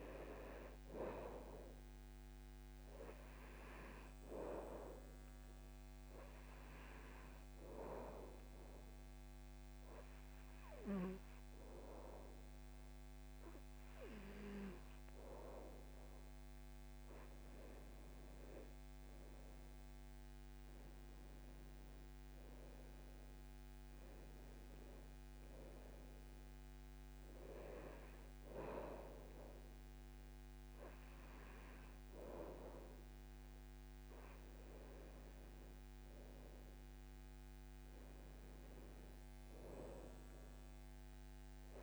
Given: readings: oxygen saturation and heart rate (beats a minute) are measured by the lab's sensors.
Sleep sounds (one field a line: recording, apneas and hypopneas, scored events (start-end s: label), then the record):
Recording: breathing in sleep by a microphone on the trachea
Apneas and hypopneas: 1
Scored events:
5.50-16.50 s: obstructive apnea (oxygen 97% before, 92% lowest, heart rate 73 before, 73 extreme, up 3 after)
20.00-23.50 s: arousal
25.00-39.00 s: oxygen desaturation (device-marked, oxygen 97% before, 92% lowest, heart rate 75 before, 72 extreme)
From the record:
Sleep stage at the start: N2 (light sleep)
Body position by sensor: on the back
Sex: male